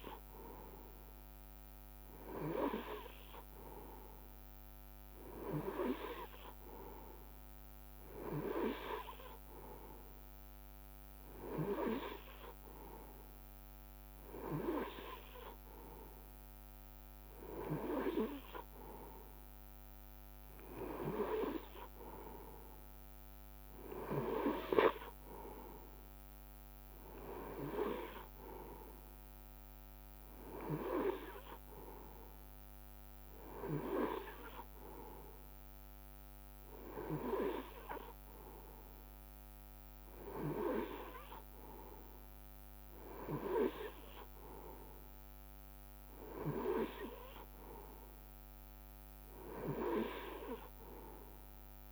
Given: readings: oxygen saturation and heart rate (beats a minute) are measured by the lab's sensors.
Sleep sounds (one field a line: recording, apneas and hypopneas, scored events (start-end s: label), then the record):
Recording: breathing in sleep by a microphone on the trachea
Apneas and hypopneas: none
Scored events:
20.50-22.50 s: long interval between heartbeats (device-marked, heart rate 60 before, 68 extreme)
31.00-33.00 s: long interval between heartbeats (device-marked, heart rate 64 before, 69 extreme)
49.50-51.50 s: long interval between heartbeats (device-marked, heart rate 66 before, 67 extreme)
From the record:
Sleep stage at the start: N3 (deep sleep)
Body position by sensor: on the right side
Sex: male